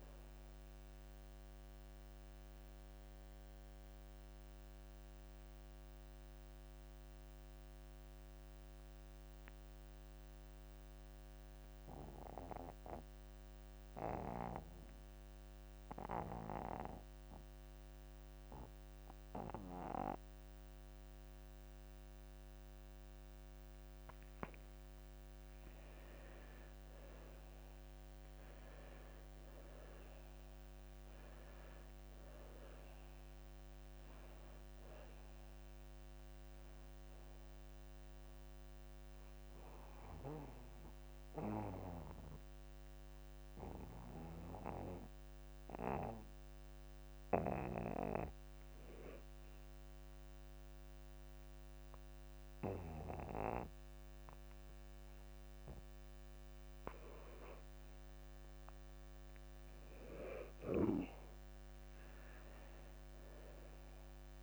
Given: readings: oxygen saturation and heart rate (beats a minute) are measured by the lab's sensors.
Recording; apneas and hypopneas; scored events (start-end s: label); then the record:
breathing in sleep by a microphone on the trachea; 2
0.00-24.50 s: oxygen desaturation (device-marked, oxygen 86% lowest)
4.00-25.50 s: mixed apnea (oxygen 97% before, 86% lowest)
5.50-7.50 s: long interval between heartbeats (device-marked)
23.50-25.50 s: long interval between heartbeats (device-marked)
28.00-32.50 s: arousal
39.50-60.50 s: oxygen desaturation (device-marked, oxygen 97% before, 87% lowest)
40.00-57.50 s: hypopnea (oxygen 97% before, 87% lowest)
42.50-44.50 s: long interval between heartbeats (device-marked)
56.50-58.50 s: long interval between heartbeats (device-marked)
From the record:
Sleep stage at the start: N2 (light sleep); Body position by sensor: on the back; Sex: male